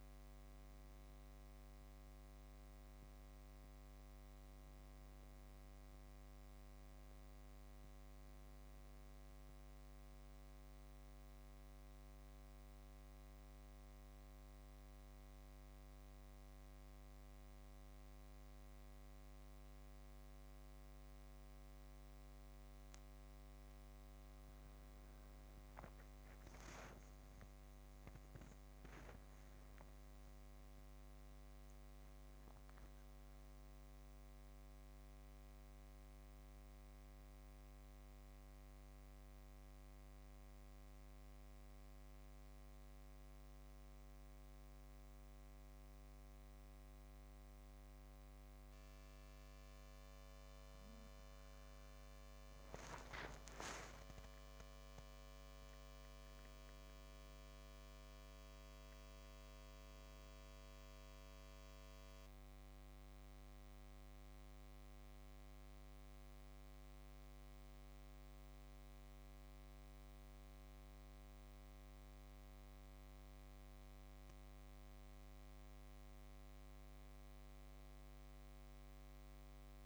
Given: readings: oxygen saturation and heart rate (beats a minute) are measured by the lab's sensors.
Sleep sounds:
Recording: breathing in sleep, hard to hear, by a microphone on the trachea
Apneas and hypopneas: none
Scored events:
26.50-30.50 s: arousal
52.50-56.50 s: arousal
59.00-69.00 s: bradycardia (device-marked, heart rate 80 before, 58 extreme)
From the record:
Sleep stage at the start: N2 (light sleep)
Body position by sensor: on the back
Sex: female

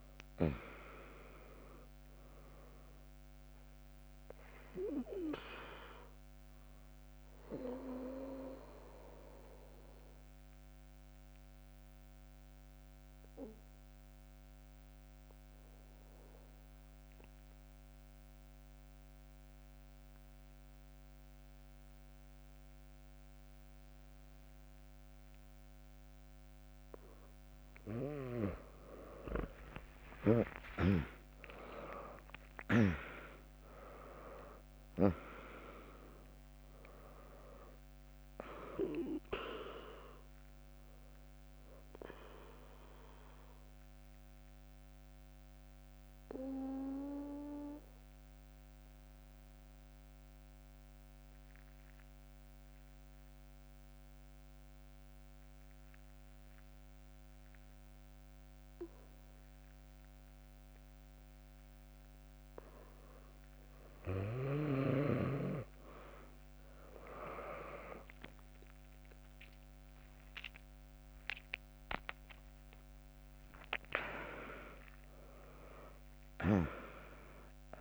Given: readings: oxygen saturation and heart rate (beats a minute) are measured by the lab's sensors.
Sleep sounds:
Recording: breathing in sleep by a microphone on the trachea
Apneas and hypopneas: 2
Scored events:
0.00-5.00 s: tachycardia (device-marked, heart rate 112 extreme)
0.00-10.00 s: drop in pulse transit time (device-marked, heart rate 74 extreme)
0.00-19.00 s: oxygen desaturation (device-marked, oxygen 95% lowest, heart rate 65 extreme)
2.50-4.50 s: long interval between heartbeats (device-marked, heart rate 71 before, 108 extreme)
5.50-27.50 s: obstructive apnea (oxygen 100% before, 95% lowest, heart rate 75 before, 65 extreme, up 20 after)
29.00-33.50 s: arousal
30.00-32.00 s: long interval between heartbeats (device-marked, heart rate 75 before, 77 extreme)
33.00-44.00 s: drop in pulse transit time (device-marked, heart rate 76 before, 77 extreme)
33.00-54.00 s: oxygen desaturation (device-marked, oxygen 100% before, 95% lowest, heart rate 76 before, 58 extreme)
42.50-62.50 s: obstructive apnea (oxygen 100% before, 95% lowest, heart rate 77 before, 58 extreme)
61.00-64.00 s: bradycardia (device-marked, heart rate 74 before, 60 extreme)
67.00-73.00 s: arousal
69.00-77.81 s: oxygen desaturation (device-marked, oxygen 100% before, 95% lowest, heart rate 70 before, 62 extreme)
70.00-77.81 s: drop in pulse transit time (device-marked, heart rate 69 before, 63 extreme)
From the record:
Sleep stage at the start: N2 (light sleep)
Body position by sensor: on the back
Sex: female

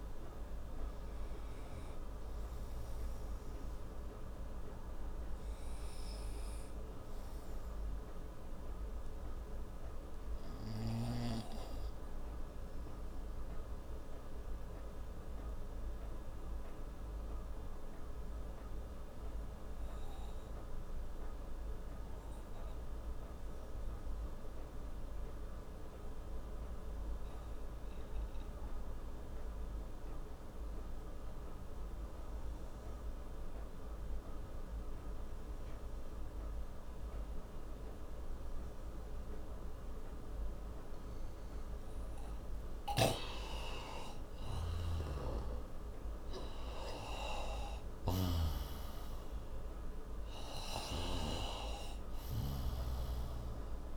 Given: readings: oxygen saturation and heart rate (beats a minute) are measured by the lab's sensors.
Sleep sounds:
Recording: breathing in sleep by a room microphone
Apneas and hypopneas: 1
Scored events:
0.00-18.50 s: oxygen desaturation (device-marked, oxygen 90% lowest)
11.50-42.00 s: obstructive apnea (oxygen 97% before, 90% lowest)
37.50-53.97 s: oxygen desaturation (device-marked, oxygen 98% before, 90% lowest)
43.00-51.50 s: snoring (device-marked)
43.50-47.50 s: arousal
From the record:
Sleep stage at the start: N2 (light sleep)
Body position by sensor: on the right side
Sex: male

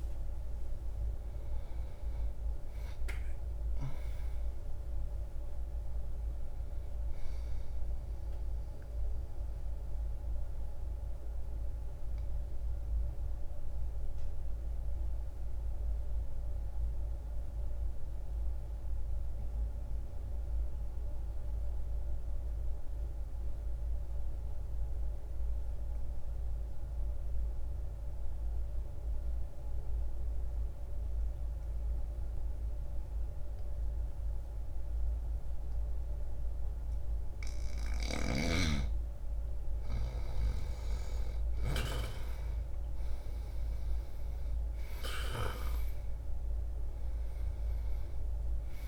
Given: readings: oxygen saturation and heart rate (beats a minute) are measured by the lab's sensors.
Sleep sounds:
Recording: breathing in sleep by a room microphone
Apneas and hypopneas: 1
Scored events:
0.00-4.00 s: oxygen desaturation (device-marked, oxygen 90% lowest, heart rate 60 extreme)
10.00-37.50 s: obstructive apnea (oxygen 97% before, 85% lowest, heart rate 62 before, 60 extreme, up 2 after)
17.00-28.00 s: oxygen desaturation (device-marked, oxygen 91% before, 86% lowest, heart rate 62 before, 60 extreme)
39.50-44.00 s: arousal
42.00-48.87 s: oxygen desaturation (device-marked, oxygen 98% before, 85% lowest, heart rate 61 before, 60 extreme)
From the record:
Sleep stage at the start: N2 (light sleep)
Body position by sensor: on the back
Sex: male

